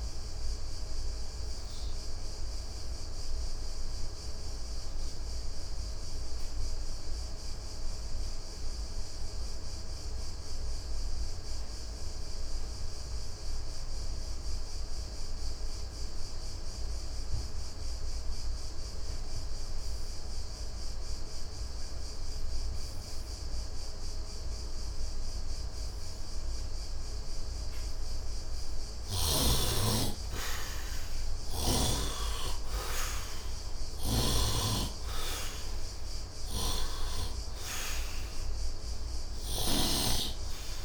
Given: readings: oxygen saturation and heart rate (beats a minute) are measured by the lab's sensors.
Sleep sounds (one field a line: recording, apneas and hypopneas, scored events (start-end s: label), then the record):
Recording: breathing in sleep by a room microphone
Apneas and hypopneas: 1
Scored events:
0.00-4.50 s: oxygen desaturation (device-marked, oxygen 72% lowest, heart rate 74 extreme)
1.50-29.50 s: obstructive apnea (oxygen 96% before, 71% lowest, heart rate 88 before, 71 extreme, up 28 after)
19.50-40.84 s: oxygen desaturation (device-marked, oxygen 98% before, 73% lowest, heart rate 76 before, 69 extreme)
33.50-40.84 s: snoring (device-marked)
From the record:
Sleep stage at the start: N2 (light sleep)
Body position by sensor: on the right side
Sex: male